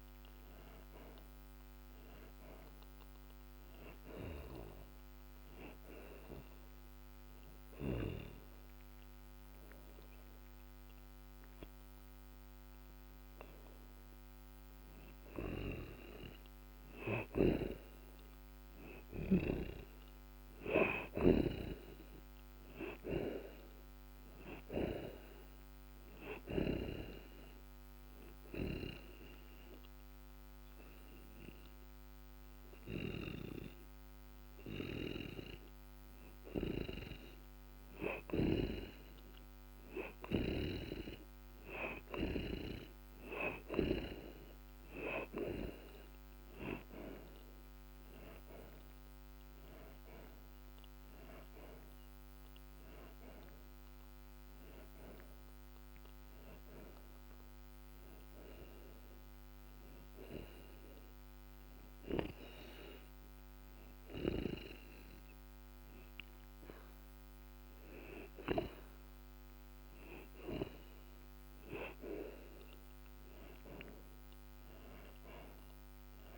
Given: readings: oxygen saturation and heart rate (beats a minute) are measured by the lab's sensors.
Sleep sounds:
breathing in sleep by a microphone on the trachea; 3
5.00-16.00 s: hypopnea (oxygen 79% before, 72% lowest, heart rate 89 before, 69 extreme, up 35 after)
18.50-22.00 s: arousal
27.00-37.00 s: obstructive apnea (oxygen 81% before, 72% lowest)
27.00-44.00 s: oxygen desaturation (device-marked, oxygen 81% before, 73% lowest)
47.00-51.00 s: arousal
51.00-68.00 s: oxygen desaturation (device-marked, oxygen 83% before, 72% lowest)
60.00-71.00 s: hypopnea (oxygen 83% before, 74% lowest)
74.00-76.37 s: arousal
From the record:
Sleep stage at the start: N2 (light sleep); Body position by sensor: on the back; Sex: male

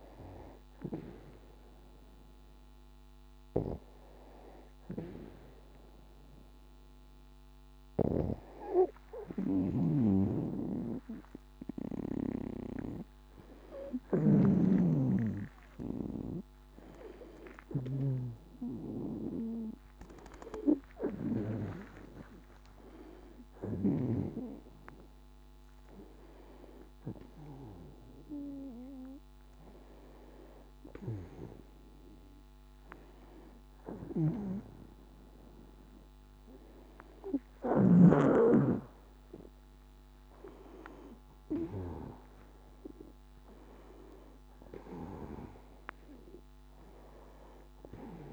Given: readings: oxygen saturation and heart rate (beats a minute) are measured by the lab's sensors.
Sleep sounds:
a person awake in a sleep study, by a microphone on the trachea; none
10.00-24.00 s: snoring (device-marked)
34.00-38.00 s: snoring (device-marked)
From the record:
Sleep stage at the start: awake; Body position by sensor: on the back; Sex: female

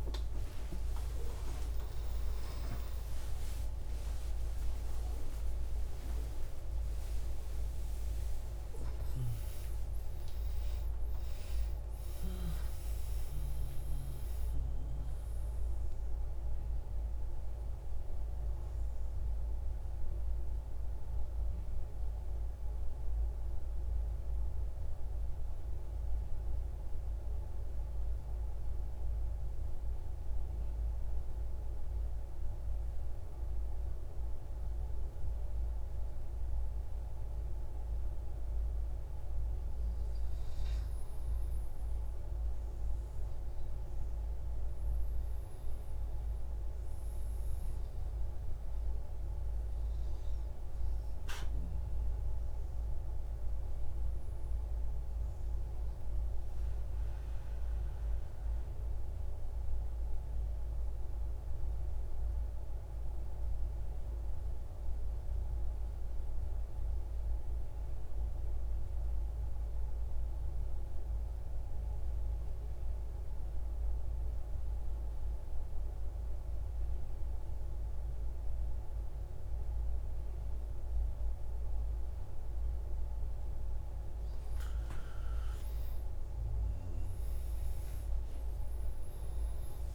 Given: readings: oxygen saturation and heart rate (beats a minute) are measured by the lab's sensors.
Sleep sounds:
breathing in sleep, hard to hear, by a room microphone; 2
0.00-5.00 s: arousal
0.00-7.50 s: oxygen desaturation (device-marked, oxygen 92% lowest)
18.50-39.50 s: central apnea (oxygen 97% before, 89% lowest, heart rate 84 before, 31 extreme, up 13 after)
20.50-32.50 s: oxygen desaturation (device-marked, oxygen 95% before, 89% lowest, heart rate 79 before, 57 extreme)
41.50-45.00 s: arousal
41.50-61.50 s: oxygen desaturation (device-marked, oxygen 100% before, 93% lowest, heart rate 146 before, 99 extreme)
57.00-83.50 s: central apnea (oxygen 100% before, 90% lowest, heart rate 197 before, 46 extreme, up 51 after)
80.50-89.95 s: oxygen desaturation (device-marked, oxygen 98% before, 90% lowest, heart rate 126 before, 46 extreme)
84.50-89.50 s: arousal
From the record:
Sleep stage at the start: N2 (light sleep); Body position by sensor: on the right side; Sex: male

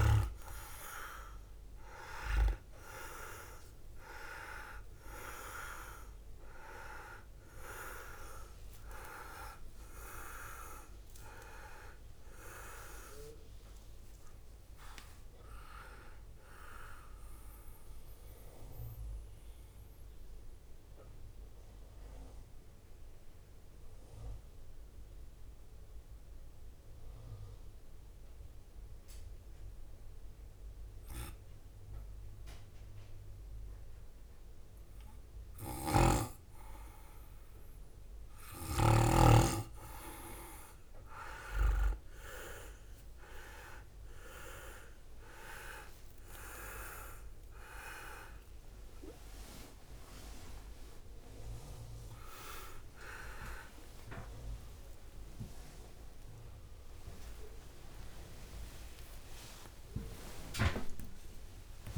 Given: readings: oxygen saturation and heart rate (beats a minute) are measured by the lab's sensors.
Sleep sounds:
a person partly awake in a sleep study, by a room microphone; 1
5.50-22.50 s: drop in pulse transit time (device-marked, heart rate 58 before, 61 extreme)
8.00-12.00 s: arousal
13.00-14.00 s: leg movement (device-marked)
14.50-16.50 s: leg movement (device-marked)
17.50-36.00 s: mixed apnea (oxygen 98% before, 96% lowest, heart rate 65 before, 55 extreme, up 7 after)
37.50-61.98 s: new sleep stage, awake
45.50-57.50 s: drop in pulse transit time (device-marked, heart rate 58 before, 65 extreme)
54.50-58.50 s: tachycardia (device-marked, heart rate 58 before, 102 extreme)
56.00-58.00 s: long interval between heartbeats (device-marked, heart rate 65 before, 81 extreme)
From the record:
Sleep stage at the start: N2 (light sleep); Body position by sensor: on the back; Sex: male

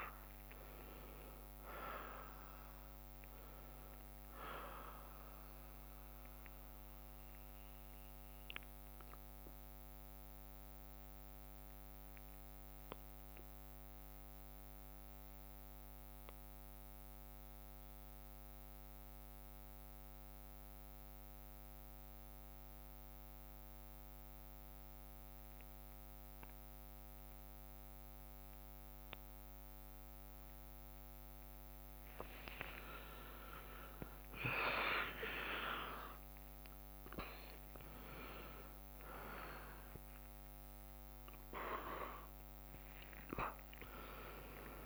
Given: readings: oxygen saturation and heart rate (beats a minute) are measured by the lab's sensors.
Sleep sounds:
breathing in sleep by a microphone on the trachea; 1
0.00-4.50 s: oxygen desaturation (device-marked, oxygen 93% lowest, heart rate 55 extreme)
0.00-8.50 s: drop in pulse transit time (device-marked, heart rate 62 extreme)
6.50-23.50 s: bradycardia (device-marked, heart rate 62 before, 55 extreme)
7.00-31.50 s: mixed apnea (oxygen 99% before, 91% lowest, heart rate 63 before, 55 extreme, up 5 after)
11.50-21.50 s: oxygen desaturation (device-marked, oxygen 94% before, 91% lowest, heart rate 63 before, 58 extreme)
27.50-30.50 s: bradycardia (device-marked, heart rate 62 before, 60 extreme)
36.50-44.85 s: oxygen desaturation (device-marked, oxygen 99% before, 92% lowest, heart rate 59 before, 63 extreme)
37.50-39.50 s: drop in pulse transit time (device-marked, heart rate 59 before, 62 extreme)
From the record:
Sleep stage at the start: N2 (light sleep); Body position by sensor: on the back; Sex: female

